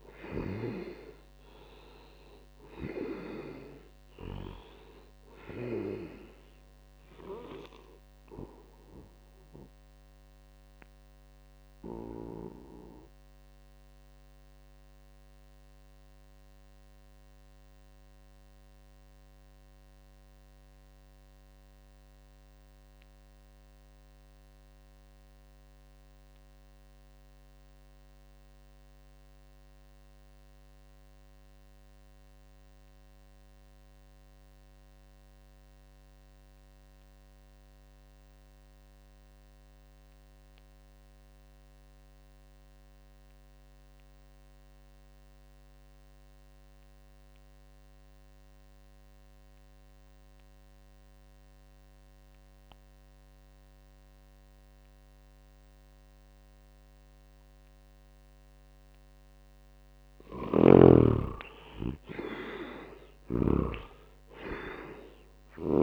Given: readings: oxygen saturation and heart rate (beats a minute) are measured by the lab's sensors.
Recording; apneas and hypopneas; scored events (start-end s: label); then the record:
breathing in sleep by a microphone on the trachea; 1
0.00-2.00 s: arousal
0.00-19.00 s: oxygen desaturation (device-marked, oxygen 68% lowest, heart rate 63 extreme)
7.50-60.50 s: mixed apnea (oxygen 93% before, 62% lowest, heart rate 72 before, 64 extreme, up 23 after)
34.00-65.82 s: oxygen desaturation (device-marked, oxygen 98% before, 62% lowest, heart rate 80 before, 64 extreme)
62.00-65.50 s: arousal
From the record:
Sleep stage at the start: N2 (light sleep); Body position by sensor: on the back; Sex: male